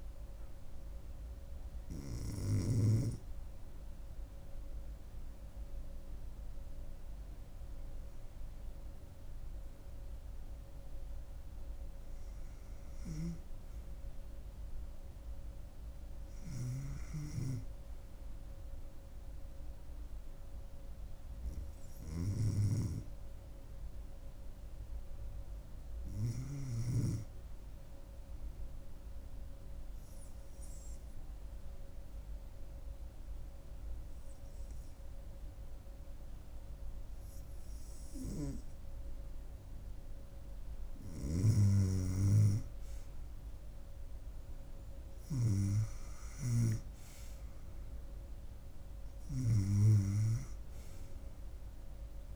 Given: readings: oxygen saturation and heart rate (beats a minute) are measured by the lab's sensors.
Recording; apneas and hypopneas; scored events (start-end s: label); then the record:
breathing in sleep by a room microphone; 1
27.50-41.00 s: hypopnea (oxygen 97% before, 94% lowest, heart rate 70 before, 69 extreme, up 2 after)
43.00-46.00 s: arousal
From the record:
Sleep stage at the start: N2 (light sleep); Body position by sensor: on the back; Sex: female